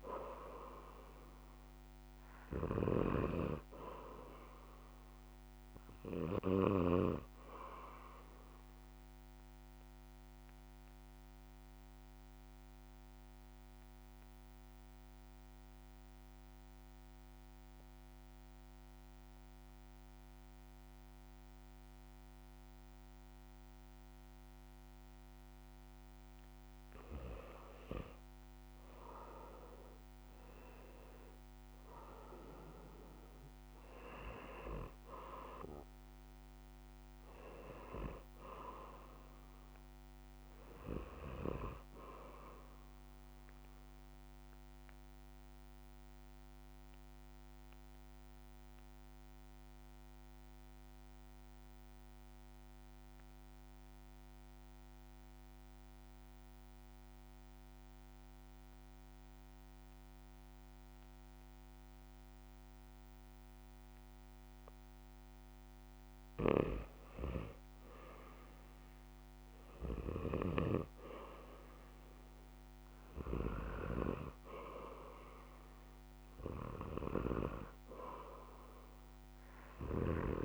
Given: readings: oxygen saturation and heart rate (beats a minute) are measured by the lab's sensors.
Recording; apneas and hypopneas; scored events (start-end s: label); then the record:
breathing in sleep by a microphone on the trachea; 2
0.00-7.00 s: snoring (device-marked)
0.00-15.00 s: oxygen desaturation (device-marked, oxygen 92% lowest, heart rate 54 extreme)
8.50-25.50 s: obstructive apnea (oxygen 97% before, 92% lowest, heart rate 63 before, 54 extreme, up 13 after)
27.50-31.00 s: arousal
34.00-39.00 s: oxygen desaturation (device-marked, oxygen 96% before, 93% lowest, heart rate 59 before, 54 extreme)
45.00-57.00 s: oxygen desaturation (device-marked, oxygen 95% before, 92% lowest, heart rate 63 before, 54 extreme)
45.50-66.50 s: obstructive apnea (oxygen 96% before, 91% lowest, heart rate 63 before, 54 extreme, up 5 after)
68.00-71.00 s: arousal
74.00-80.45 s: oxygen desaturation (device-marked, oxygen 96% before, 92% lowest, heart rate 60 before, 56 extreme)
77.00-80.45 s: snoring (device-marked)
From the record:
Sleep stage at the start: REM sleep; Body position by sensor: on the back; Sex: male